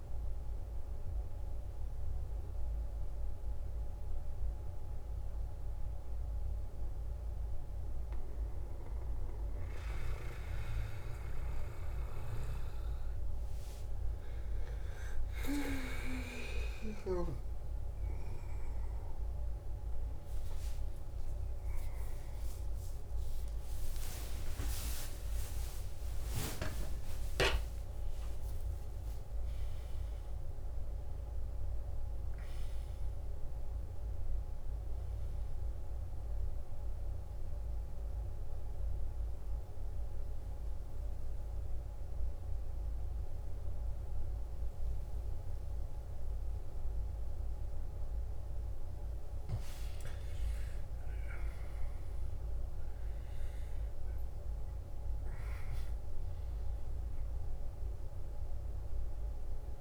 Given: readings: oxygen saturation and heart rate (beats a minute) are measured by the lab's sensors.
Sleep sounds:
a person awake in a sleep study, by a room microphone; 2
0.00-14.50 s: oxygen desaturation (device-marked, oxygen 87% lowest, heart rate 58 extreme)
1.50-13.00 s: central apnea (oxygen 96% before, 87% lowest, heart rate 66 before, 58 extreme, up 19 after)
5.50-35.50 s: new sleep stage, awake
24.50-26.50 s: long interval between heartbeats (device-marked, heart rate 67 before, 89 extreme)
35.50-59.81 s: new sleep stage, N1 (lightest sleep)
39.50-49.50 s: central apnea (oxygen 98% before, 88% lowest, heart rate 80 before, 58 extreme, up 10 after)
51.00-54.50 s: arousal
53.50-59.81 s: oxygen desaturation (device-marked, oxygen 98% before, 90% lowest, heart rate 66 before, 58 extreme)
From the record:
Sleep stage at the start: N2 (light sleep); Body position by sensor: on the back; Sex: male

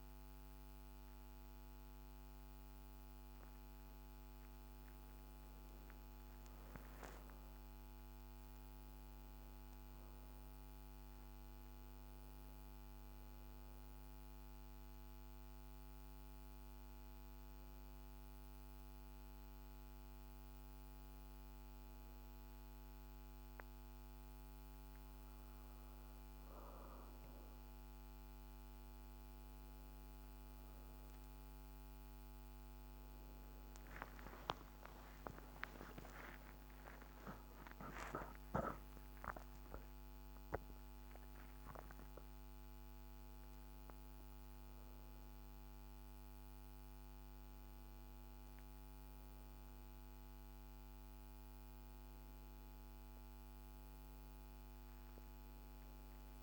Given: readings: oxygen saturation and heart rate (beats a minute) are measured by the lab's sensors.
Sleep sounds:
breathing in sleep by a microphone on the trachea; 1
7.50-12.50 s: arousal
16.50-28.00 s: hypopnea (oxygen 96% before, 90% lowest, heart rate 59 before, 54 extreme, up 18 after)
29.00-50.00 s: oxygen desaturation (device-marked, oxygen 96% before, 90% lowest, heart rate 57 before, 54 extreme)
30.50-35.00 s: arousal
43.00-56.43 s: new sleep stage, N1 (lightest sleep)
From the record:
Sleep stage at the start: N2 (light sleep); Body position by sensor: on the back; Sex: female

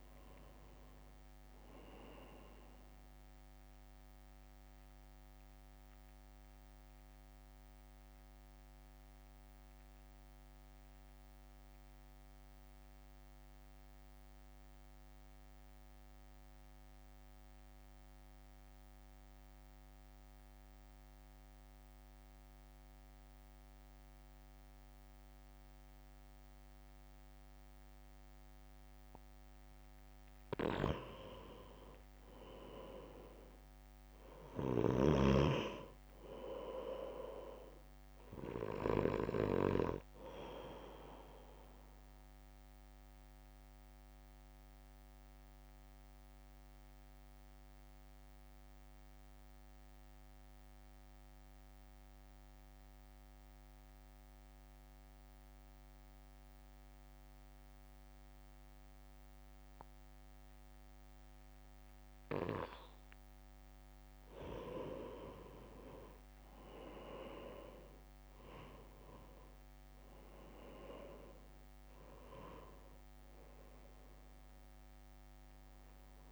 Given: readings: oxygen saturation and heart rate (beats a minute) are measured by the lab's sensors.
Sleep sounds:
breathing in sleep by a microphone on the trachea; 2
0.00-11.50 s: drop in pulse transit time (device-marked, heart rate 57 extreme)
0.00-22.50 s: oxygen desaturation (device-marked, oxygen 86% lowest, heart rate 55 extreme)
4.00-28.50 s: central apnea (oxygen 98% before, 86% lowest, heart rate 59 before, 55 extreme, up 3 after)
32.50-36.00 s: arousal
32.50-57.50 s: oxygen desaturation (device-marked, oxygen 98% before, 92% lowest, heart rate 64 before, 55 extreme)
41.50-62.50 s: central apnea (oxygen 98% before, 87% lowest, heart rate 64 before, 55 extreme, up 7 after)
66.50-76.32 s: oxygen desaturation (device-marked, oxygen 97% before, 90% lowest, heart rate 62 before, 57 extreme)
68.50-73.00 s: arousal
68.50-76.32 s: drop in pulse transit time (device-marked, heart rate 63 before, 58 extreme)
From the record:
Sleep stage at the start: N2 (light sleep); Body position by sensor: on the right side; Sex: male

